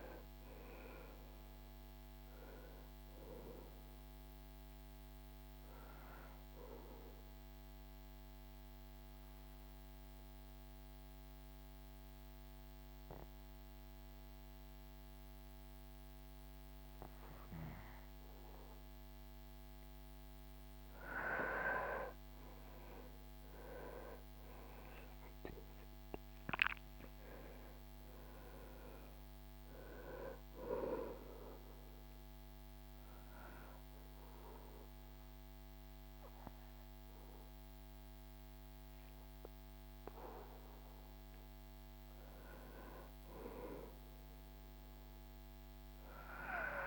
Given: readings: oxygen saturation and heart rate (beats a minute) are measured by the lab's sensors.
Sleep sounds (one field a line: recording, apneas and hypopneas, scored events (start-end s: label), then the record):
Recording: breathing in sleep by a microphone on the trachea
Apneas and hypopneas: 2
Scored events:
0.00-18.50 s: oxygen desaturation (device-marked, oxygen 93% lowest, heart rate 67 extreme)
3.00-18.00 s: obstructive apnea (oxygen 97% before, 93% lowest, heart rate 74 before, 67 extreme, up 16 after)
21.50-26.00 s: arousal
28.50-45.50 s: oxygen desaturation (device-marked, oxygen 98% before, 94% lowest, heart rate 73 before, 69 extreme)
30.00-40.50 s: obstructive apnea (oxygen 98% before, 93% lowest, heart rate 74 before, 69 extreme, up 8 after)
44.50-46.87 s: arousal
From the record:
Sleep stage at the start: REM sleep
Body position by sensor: on the back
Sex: male